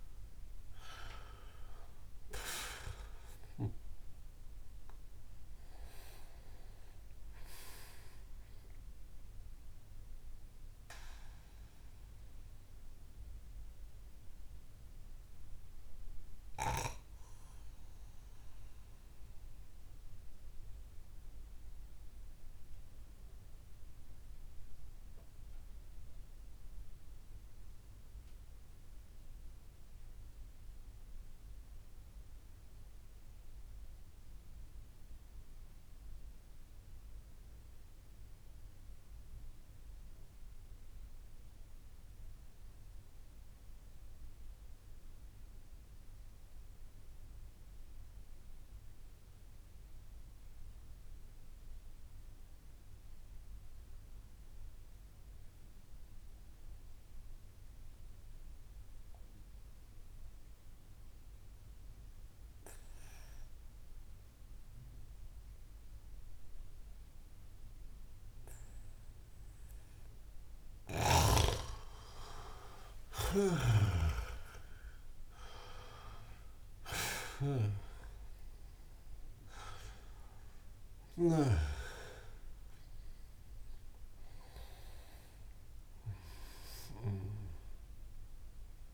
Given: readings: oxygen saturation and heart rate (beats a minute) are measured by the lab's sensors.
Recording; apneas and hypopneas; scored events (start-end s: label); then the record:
breathing in sleep by a room microphone; 1
0.00-1.50 s: arousal
0.00-8.00 s: oxygen desaturation (device-marked, oxygen 90% lowest)
10.50-70.00 s: mixed apnea (oxygen 96% before, 84% lowest)
48.00-88.94 s: oxygen desaturation (device-marked, oxygen 98% before, 84% lowest)
71.50-75.00 s: arousal
73.00-81.00 s: snoring (device-marked)
From the record:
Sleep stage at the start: N2 (light sleep); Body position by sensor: on the back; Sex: male